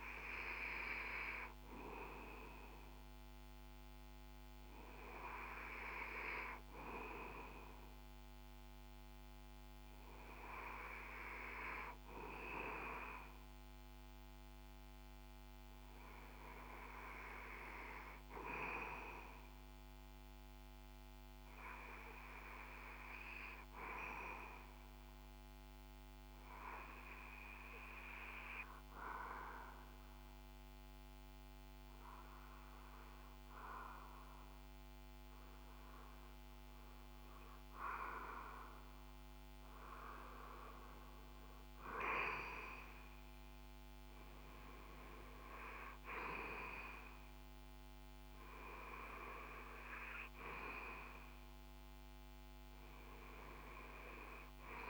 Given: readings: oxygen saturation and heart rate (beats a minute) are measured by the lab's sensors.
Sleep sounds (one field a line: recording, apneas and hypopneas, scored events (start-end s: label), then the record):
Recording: breathing in sleep by a microphone on the trachea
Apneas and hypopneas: 1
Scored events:
22.00-38.00 s: hypopnea (oxygen 98% before, 94% lowest, heart rate 59 before, 57 extreme, up 1 after)
40.50-44.00 s: arousal
49.50-54.90 s: oxygen desaturation (device-marked, oxygen 97% before, 94% lowest, heart rate 58 before, 60 extreme)
From the record:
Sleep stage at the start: REM sleep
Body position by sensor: on the back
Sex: male